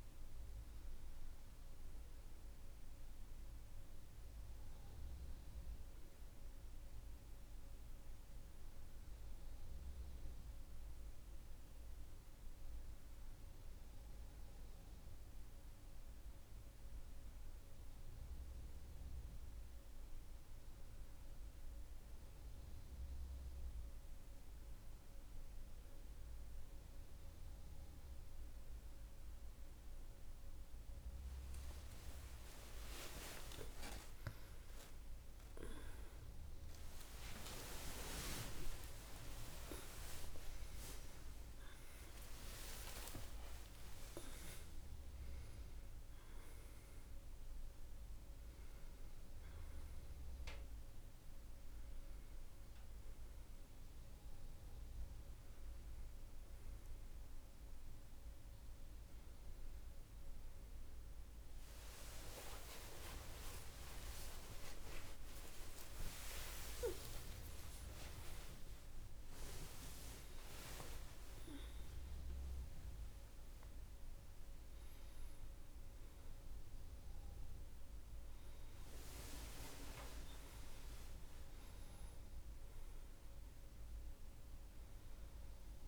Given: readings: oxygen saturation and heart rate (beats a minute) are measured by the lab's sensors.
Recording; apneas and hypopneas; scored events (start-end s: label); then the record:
a person awake in a sleep study, by a room microphone; none
26.00-85.88 s: new sleep stage, awake
From the record:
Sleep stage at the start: N2 (light sleep); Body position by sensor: on the back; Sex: female